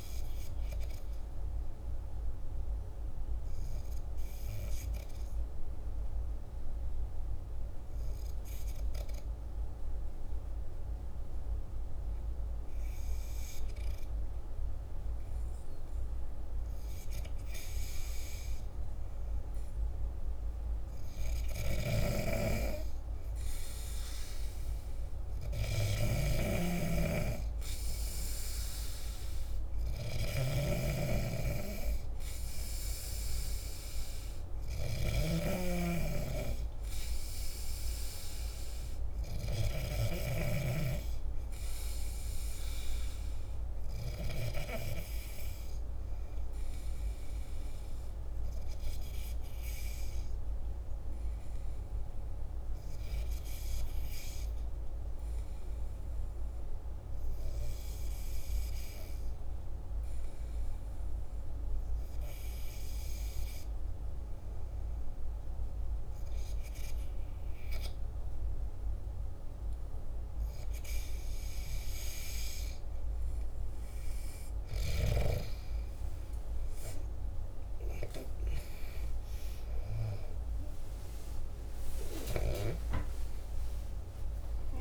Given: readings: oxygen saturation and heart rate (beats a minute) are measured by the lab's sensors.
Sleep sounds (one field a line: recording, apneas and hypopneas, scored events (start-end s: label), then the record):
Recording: breathing in sleep by a room microphone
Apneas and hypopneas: 2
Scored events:
0.00-4.00 s: oxygen desaturation (device-marked, oxygen 94% lowest, heart rate 48 extreme)
2.50-17.00 s: hypopnea (oxygen 97% before, 92% lowest, heart rate 50 before, 48 extreme, up 3 after)
19.50-23.00 s: arousal
21.00-40.00 s: snoring (device-marked)
23.00-57.00 s: oxygen desaturation (device-marked, oxygen 97% before, 92% lowest, heart rate 49 before, 48 extreme)
49.00-71.50 s: hypopnea (oxygen 96% before, 92% lowest, heart rate 50 before, 49 extreme, up 13 after)
77.00-82.50 s: arousal
From the record:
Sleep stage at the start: N2 (light sleep)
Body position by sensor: on the back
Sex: male